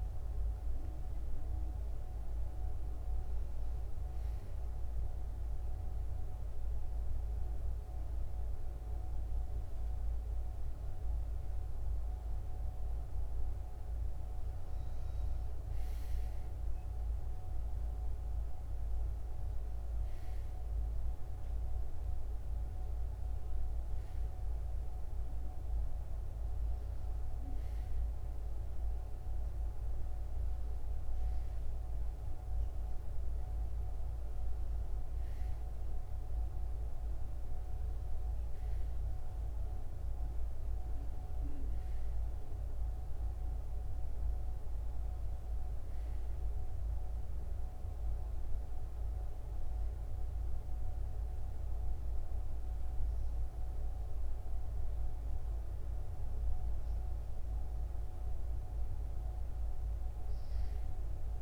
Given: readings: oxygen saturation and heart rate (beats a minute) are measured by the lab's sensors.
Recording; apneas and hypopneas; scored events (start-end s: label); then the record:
breathing in sleep, hard to hear, by a room microphone; none
none scored
From the record:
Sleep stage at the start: N1 (lightest sleep); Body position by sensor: on the back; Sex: female